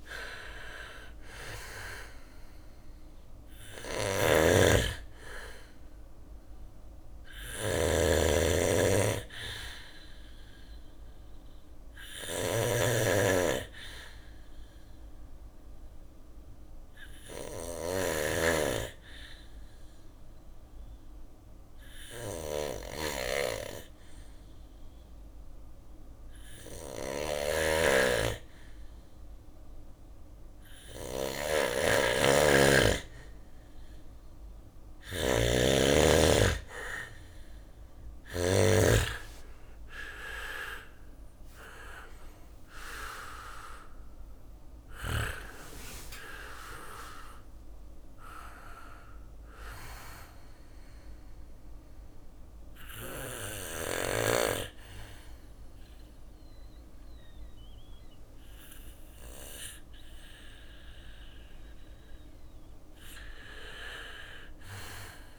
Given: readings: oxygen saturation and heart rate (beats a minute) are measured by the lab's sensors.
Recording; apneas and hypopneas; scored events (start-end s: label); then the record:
breathing in sleep by a room microphone; 2
0.00-9.50 s: drop in pulse transit time (device-marked, heart rate 59 extreme)
2.50-37.50 s: snoring (device-marked)
6.50-23.50 s: bradycardia (device-marked, heart rate 60 before, 58 extreme)
10.50-30.00 s: obstructive apnea (oxygen 98% before, 93% lowest, heart rate 60 before, 59 extreme, up 3 after)
24.50-27.50 s: bradycardia (device-marked, heart rate 60 before, 59 extreme)
32.50-36.50 s: arousal
34.50-63.50 s: oxygen desaturation (device-marked, oxygen 98% before, 93% lowest, heart rate 59 before, 58 extreme)
37.50-54.50 s: drop in pulse transit time (device-marked, heart rate 60 before, 61 extreme)
49.50-60.00 s: obstructive apnea (oxygen 98% before, 93% lowest, heart rate 62 before, 58 extreme, up 2 after)
From the record:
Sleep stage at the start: N2 (light sleep); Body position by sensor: on the back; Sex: male